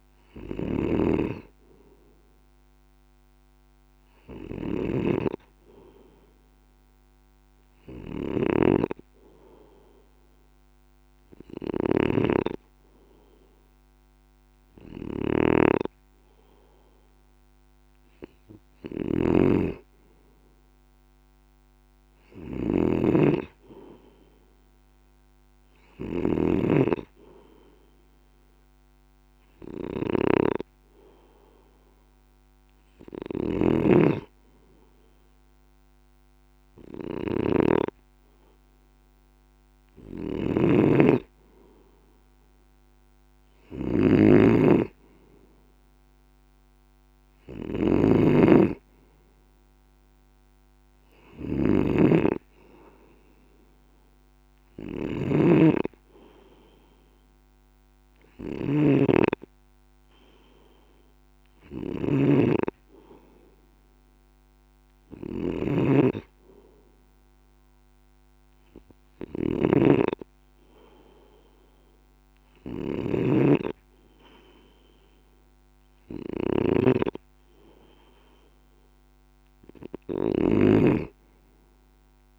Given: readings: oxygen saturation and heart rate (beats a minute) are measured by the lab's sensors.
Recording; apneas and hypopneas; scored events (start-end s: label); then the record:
breathing in sleep by a microphone on the trachea; 1
0.00-82.39 s: snoring (device-marked)
1.50-5.00 s: arousal
8.00-19.00 s: hypopnea (oxygen 97% before, 94% lowest, heart rate 45 before, 47 extreme, up 10 after)
22.50-26.50 s: arousal
From the record:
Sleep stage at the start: N2 (light sleep); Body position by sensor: on the left side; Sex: male